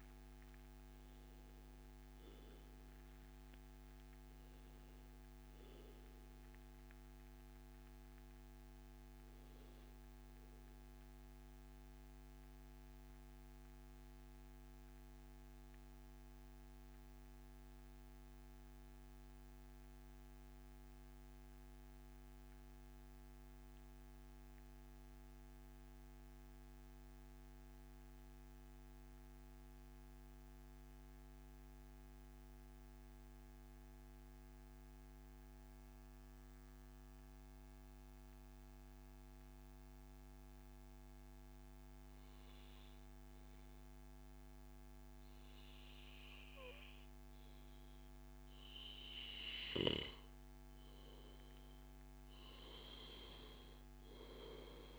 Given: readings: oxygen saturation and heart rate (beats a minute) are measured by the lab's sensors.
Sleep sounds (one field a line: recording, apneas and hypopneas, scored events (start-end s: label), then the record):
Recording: breathing in sleep, hard to hear, by a microphone on the trachea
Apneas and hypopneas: 1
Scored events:
0.00-11.50 s: oxygen desaturation (device-marked, oxygen 88% lowest, heart rate 82 extreme)
6.50-8.50 s: long interval between heartbeats (device-marked, heart rate 132 before, 106 extreme)
7.50-47.50 s: mixed apnea (oxygen 95% before, 88% lowest, heart rate 133 before, 82 extreme, up 3 after)
8.50-10.50 s: long interval between heartbeats (device-marked, heart rate 133 before, 86 extreme)
13.00-15.00 s: long interval between heartbeats (device-marked, heart rate 127 before, 82 extreme)
17.50-54.99 s: new sleep stage, N2 (light sleep)
19.50-21.50 s: long interval between heartbeats (device-marked, heart rate 109 before, 92 extreme)
28.00-30.00 s: long interval between heartbeats (device-marked, heart rate 96 before, 107 extreme)
32.50-34.50 s: long interval between heartbeats (device-marked, heart rate 100 before, 107 extreme)
36.50-38.50 s: long interval between heartbeats (device-marked, heart rate 103 before, 99 extreme)
39.50-41.50 s: long interval between heartbeats (device-marked, heart rate 105 before, 102 extreme)
45.50-47.50 s: long interval between heartbeats (device-marked, heart rate 105 before, 105 extreme)
46.50-54.99 s: oxygen desaturation (device-marked, oxygen 98% before, 90% lowest, heart rate 105 before, 84 extreme)
50.00-52.00 s: long interval between heartbeats (device-marked, heart rate 105 before, 97 extreme)
From the record:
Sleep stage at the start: REM sleep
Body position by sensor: on the back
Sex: male